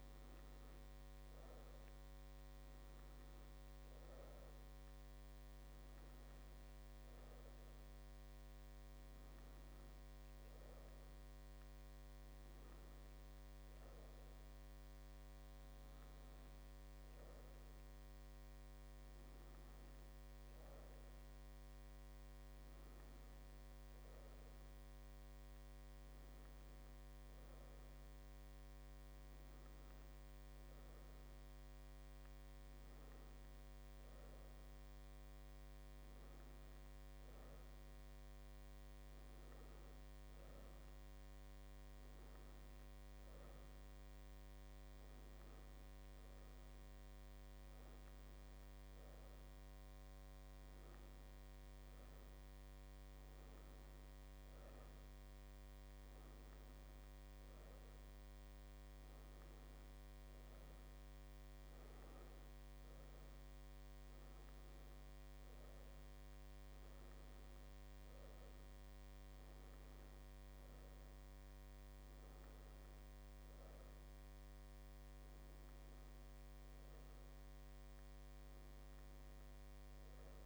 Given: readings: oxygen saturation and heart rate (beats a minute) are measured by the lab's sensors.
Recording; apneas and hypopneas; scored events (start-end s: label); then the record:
breathing in sleep, hard to hear, by a microphone on the trachea; none
none scored
From the record:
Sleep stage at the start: N1 (lightest sleep); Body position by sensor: on the left side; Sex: female